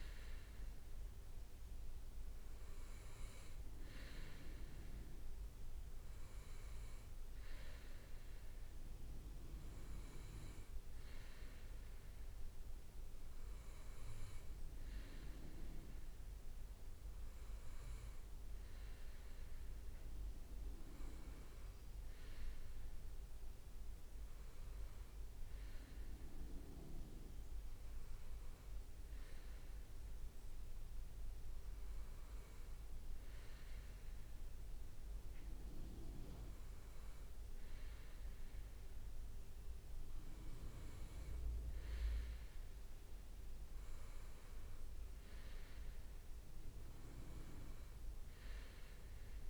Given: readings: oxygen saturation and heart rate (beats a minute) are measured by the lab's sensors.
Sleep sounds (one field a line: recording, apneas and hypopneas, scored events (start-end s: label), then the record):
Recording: breathing in sleep by a room microphone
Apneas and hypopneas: none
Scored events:
19.00-26.00 s: leg movement (device-marked)
30.00-33.50 s: leg movement (device-marked)
48.50-49.50 s: leg movement (device-marked)
From the record:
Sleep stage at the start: N2 (light sleep)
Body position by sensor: on the right side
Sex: male